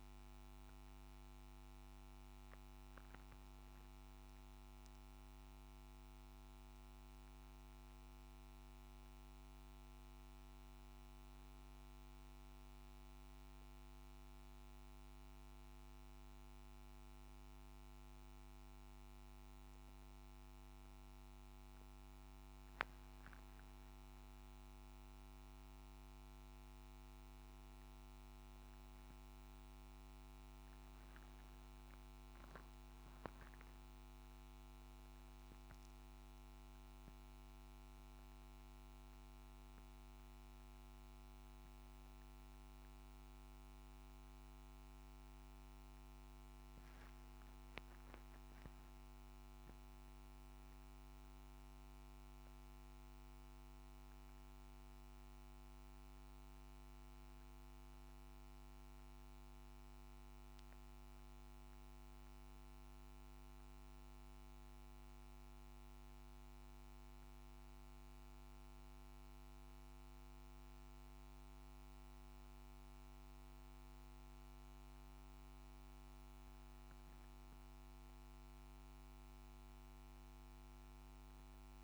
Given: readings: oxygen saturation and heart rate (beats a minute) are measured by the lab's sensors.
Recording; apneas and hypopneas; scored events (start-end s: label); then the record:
breathing in sleep, hard to hear, by a microphone on the trachea; none
9.00-39.00 s: new sleep stage, N2 (light sleep)
39.00-81.84 s: new sleep stage, N1 (lightest sleep)
47.00-51.00 s: arousal
From the record:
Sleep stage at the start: N1 (lightest sleep); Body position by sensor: on the back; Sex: male